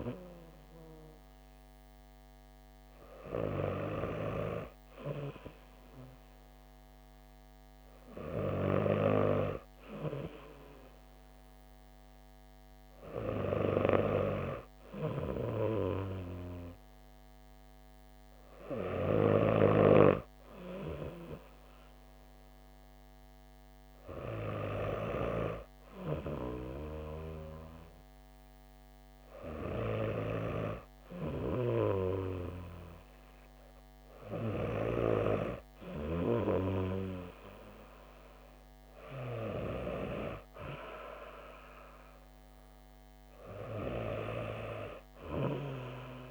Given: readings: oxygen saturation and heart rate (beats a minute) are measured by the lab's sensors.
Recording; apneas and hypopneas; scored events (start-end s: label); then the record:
breathing in sleep by a microphone on the trachea; none
none scored
From the record:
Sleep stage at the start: N2 (light sleep); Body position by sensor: on the back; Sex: female